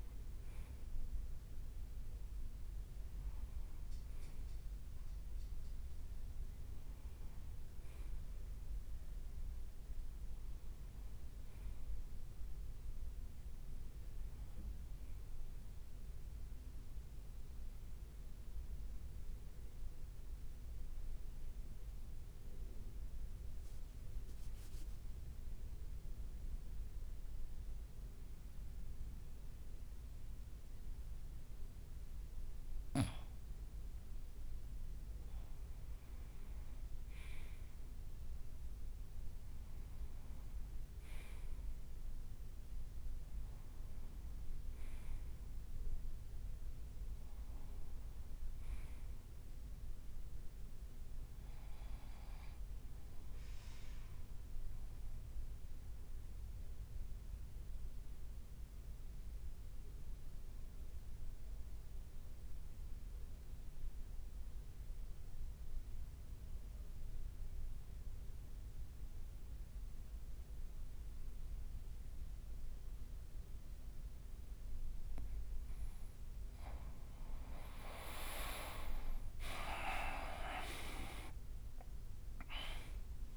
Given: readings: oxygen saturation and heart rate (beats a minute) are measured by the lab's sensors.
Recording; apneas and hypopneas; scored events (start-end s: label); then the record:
breathing in sleep by a room microphone; 2
8.00-13.00 s: arousal
18.00-33.00 s: mixed apnea (oxygen 97% before, 94% lowest, heart rate 60 before, 54 extreme, up 1 after)
34.50-38.50 s: arousal
41.00-46.00 s: leg movement (device-marked)
54.00-74.00 s: obstructive apnea (oxygen 98% before, 93% lowest, heart rate 57 before, 52 extreme, up 4 after)
57.00-62.00 s: leg movement (device-marked)
76.50-81.50 s: arousal
77.00-80.50 s: leg movement (device-marked)
82.00-83.37 s: leg movement (device-marked)
From the record:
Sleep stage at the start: N2 (light sleep); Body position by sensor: on the right side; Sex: male